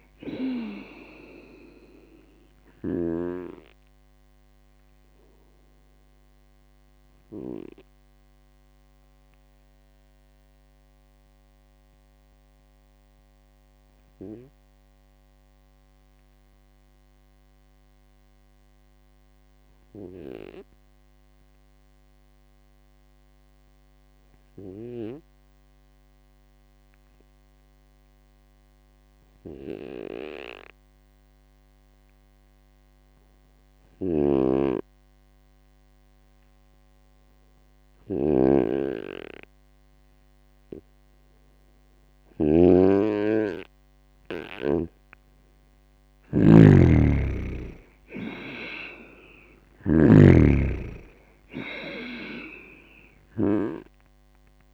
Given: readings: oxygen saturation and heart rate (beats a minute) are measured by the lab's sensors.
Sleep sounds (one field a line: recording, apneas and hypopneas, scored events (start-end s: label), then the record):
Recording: breathing in sleep by a microphone on the trachea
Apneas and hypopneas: 1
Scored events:
0.00-3.00 s: snoring (device-marked)
1.50-5.50 s: oxygen desaturation (device-marked, oxygen 98% before, 95% lowest, heart rate 59 before, 55 extreme)
4.00-42.00 s: obstructive apnea (oxygen 99% before, 94% lowest, heart rate 59 before, 53 extreme, up 4 after)
34.00-42.50 s: snoring (device-marked)
43.00-46.50 s: arousal
From the record:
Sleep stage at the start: N2 (light sleep)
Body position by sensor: on the right side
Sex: male